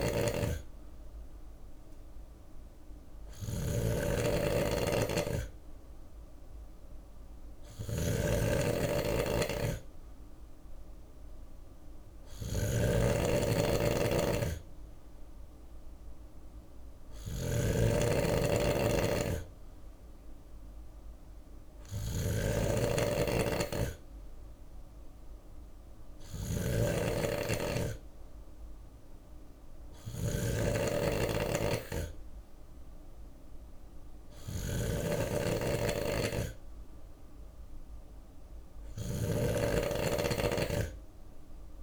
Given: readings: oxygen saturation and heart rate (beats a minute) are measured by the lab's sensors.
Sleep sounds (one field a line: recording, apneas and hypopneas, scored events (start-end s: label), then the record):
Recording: breathing in sleep by a room microphone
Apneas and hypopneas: none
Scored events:
0.00-41.83 s: snoring (device-marked)
5.00-7.00 s: bradycardia (device-marked, heart rate 61 before, 60 extreme)
From the record:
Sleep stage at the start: N3 (deep sleep)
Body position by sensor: on the left side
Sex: male